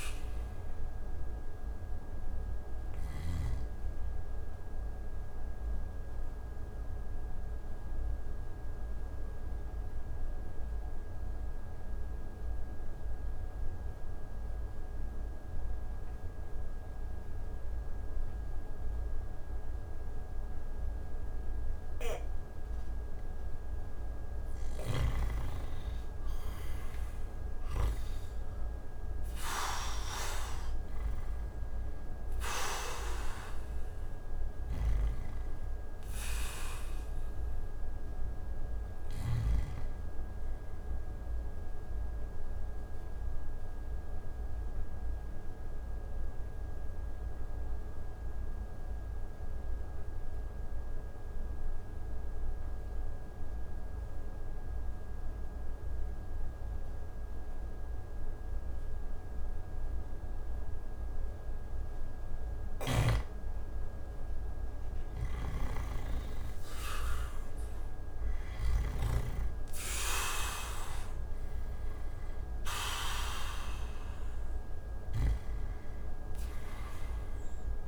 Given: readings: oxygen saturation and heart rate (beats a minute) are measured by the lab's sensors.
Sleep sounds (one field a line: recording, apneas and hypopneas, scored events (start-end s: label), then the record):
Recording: breathing in sleep by a room microphone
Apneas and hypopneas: 2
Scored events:
0.00-3.50 s: snoring (device-marked)
0.00-19.00 s: oxygen desaturation (device-marked, oxygen 86% lowest)
3.00-22.50 s: obstructive apnea (oxygen 97% before, 86% lowest)
24.50-28.00 s: snoring (device-marked)
25.50-28.50 s: arousal
28.00-56.00 s: oxygen desaturation (device-marked, oxygen 98% before, 86% lowest)
34.50-39.50 s: snoring (device-marked)
40.50-62.50 s: obstructive apnea (oxygen 98% before, 86% lowest)
64.50-68.50 s: arousal
65.00-69.00 s: snoring (device-marked)
69.00-77.88 s: oxygen desaturation (device-marked, oxygen 98% before, 86% lowest)
From the record:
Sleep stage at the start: N2 (light sleep)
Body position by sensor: on the back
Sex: male